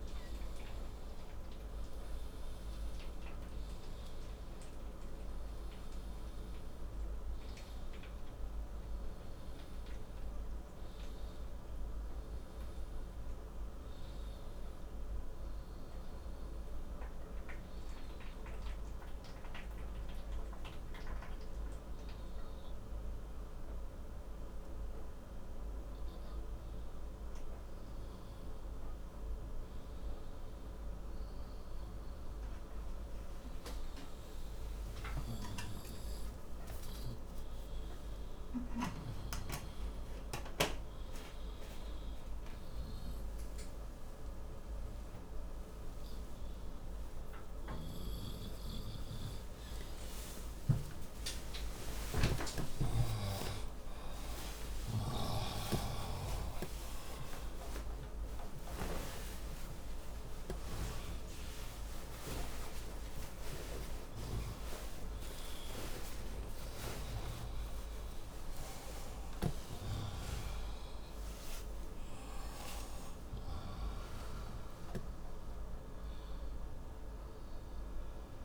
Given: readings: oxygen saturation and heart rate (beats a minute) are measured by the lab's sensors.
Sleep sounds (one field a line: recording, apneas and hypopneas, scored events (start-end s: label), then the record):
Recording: a person awake in a sleep study, by a room microphone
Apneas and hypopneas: none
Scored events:
76.50-78.45 s: new sleep stage, N1 (lightest sleep)
From the record:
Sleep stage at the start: awake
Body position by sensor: upright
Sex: male